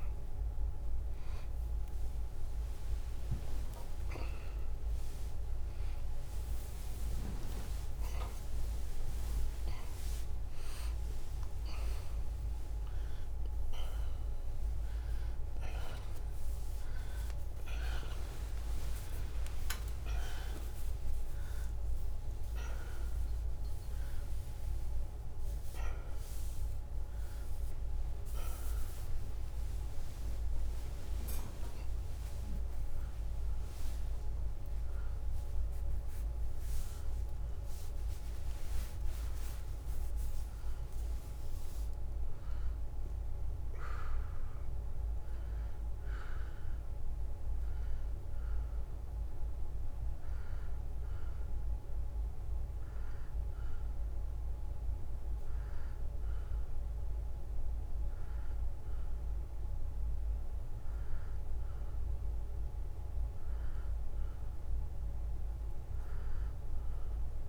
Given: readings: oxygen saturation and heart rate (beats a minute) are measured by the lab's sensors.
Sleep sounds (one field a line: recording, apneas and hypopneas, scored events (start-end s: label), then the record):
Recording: a person awake in a sleep study, by a room microphone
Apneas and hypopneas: none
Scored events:
0.00-4.00 s: oxygen desaturation (device-marked, oxygen 90% lowest, heart rate 83 extreme)
0.00-8.00 s: tachycardia (device-marked, heart rate 73 before, 121 extreme)
3.50-5.50 s: long interval between heartbeats (device-marked, heart rate 83 before, 101 extreme)
15.00-20.00 s: tachycardia (device-marked, heart rate 74 before, 103 extreme)
30.00-41.00 s: drop in pulse transit time (device-marked, heart rate 93 before, 84 extreme)
39.50-41.50 s: long interval between heartbeats (device-marked, heart rate 89 before, 94 extreme)
40.00-67.49 s: new sleep stage, N1 (lightest sleep)
From the record:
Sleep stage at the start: awake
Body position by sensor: on the right side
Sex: male